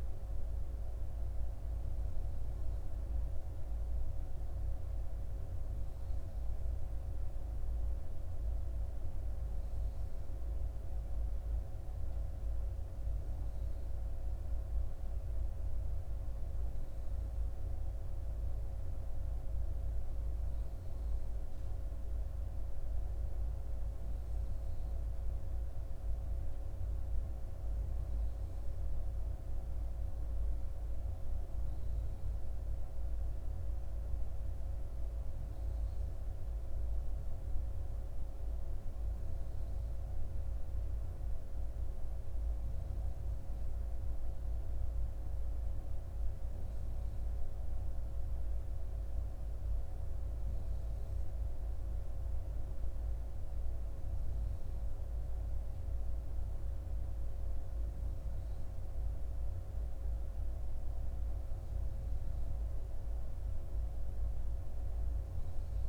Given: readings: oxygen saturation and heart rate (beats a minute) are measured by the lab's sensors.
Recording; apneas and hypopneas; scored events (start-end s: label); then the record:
breathing in sleep, hard to hear, by a room microphone; none
none scored
From the record:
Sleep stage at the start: N3 (deep sleep); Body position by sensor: on the back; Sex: female